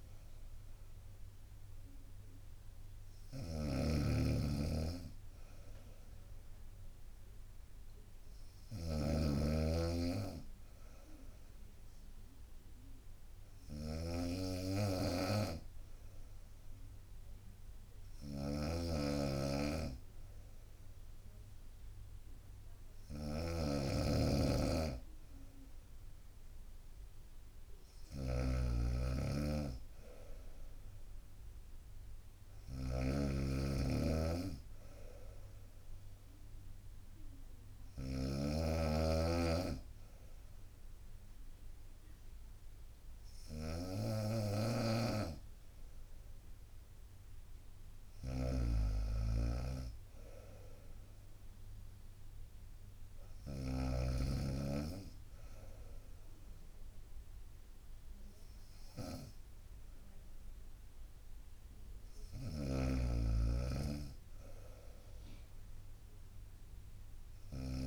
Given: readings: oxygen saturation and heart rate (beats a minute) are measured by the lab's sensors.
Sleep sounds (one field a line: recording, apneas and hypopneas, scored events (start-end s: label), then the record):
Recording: breathing in sleep by a room microphone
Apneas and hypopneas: none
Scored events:
0.00-54.00 s: snoring (device-marked)
62.00-67.87 s: snoring (device-marked)
From the record:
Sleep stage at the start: N2 (light sleep)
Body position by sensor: on the right side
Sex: female